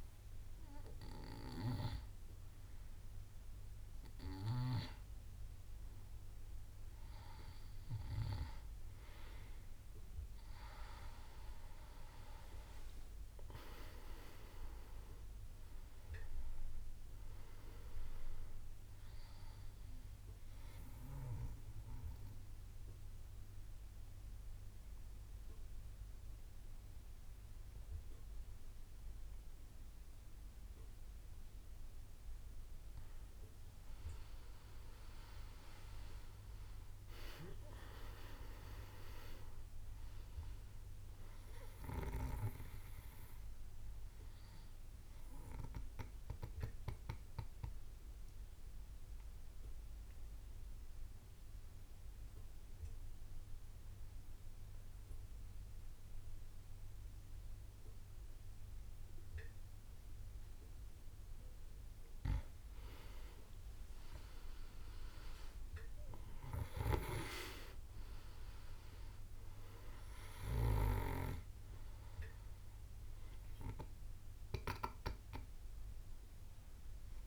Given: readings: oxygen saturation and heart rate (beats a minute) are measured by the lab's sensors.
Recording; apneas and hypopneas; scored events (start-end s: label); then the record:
breathing in sleep by a room microphone; 2
21.50-32.50 s: obstructive apnea (oxygen 98% before, 94% lowest)
35.00-39.50 s: arousal
42.50-50.50 s: oxygen desaturation (device-marked, oxygen 98% before, 94% lowest)
46.00-61.50 s: obstructive apnea (oxygen 98% before, 93% lowest)
65.50-70.00 s: arousal
From the record:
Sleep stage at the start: N2 (light sleep); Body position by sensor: on the back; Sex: male